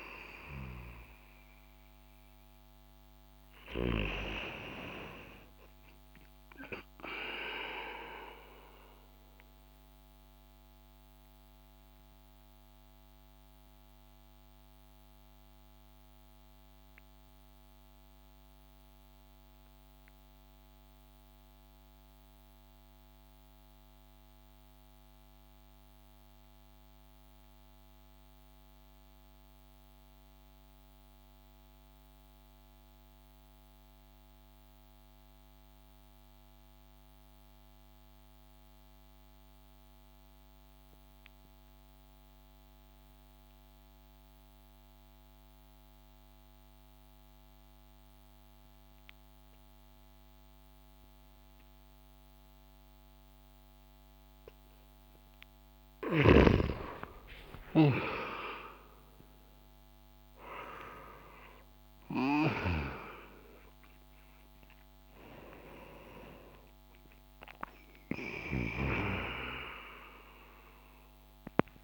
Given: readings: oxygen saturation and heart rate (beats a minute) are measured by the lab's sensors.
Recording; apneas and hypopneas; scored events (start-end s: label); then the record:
breathing in sleep by a microphone on the trachea; 1
0.00-17.00 s: oxygen desaturation (device-marked, oxygen 87% lowest)
8.50-54.00 s: obstructive apnea (oxygen 96% before, 87% lowest)
43.00-64.00 s: oxygen desaturation (device-marked, oxygen 98% before, 93% lowest)
57.00-62.50 s: arousal
From the record:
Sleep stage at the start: N2 (light sleep); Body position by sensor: on the back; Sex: male